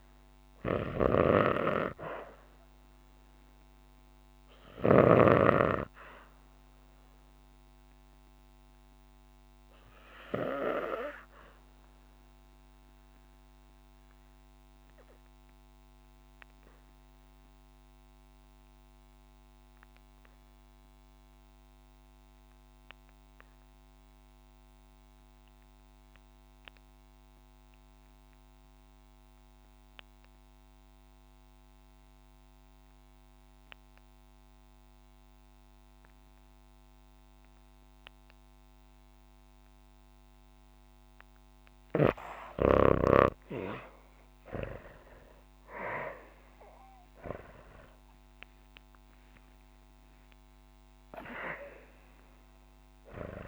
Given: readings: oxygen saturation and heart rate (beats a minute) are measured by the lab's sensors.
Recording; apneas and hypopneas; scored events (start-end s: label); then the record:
breathing in sleep by a microphone on the trachea; 1
0.00-17.50 s: oxygen desaturation (device-marked, oxygen 82% lowest, heart rate 53 extreme)
7.00-40.00 s: obstructive apnea (oxygen 98% before, 80% lowest, heart rate 59 before, 53 extreme, up 8 after)
32.50-53.48 s: oxygen desaturation (device-marked, oxygen 98% before, 80% lowest, heart rate 61 before, 53 extreme)
44.50-49.50 s: arousal
From the record:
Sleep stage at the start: REM sleep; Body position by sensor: on the back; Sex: female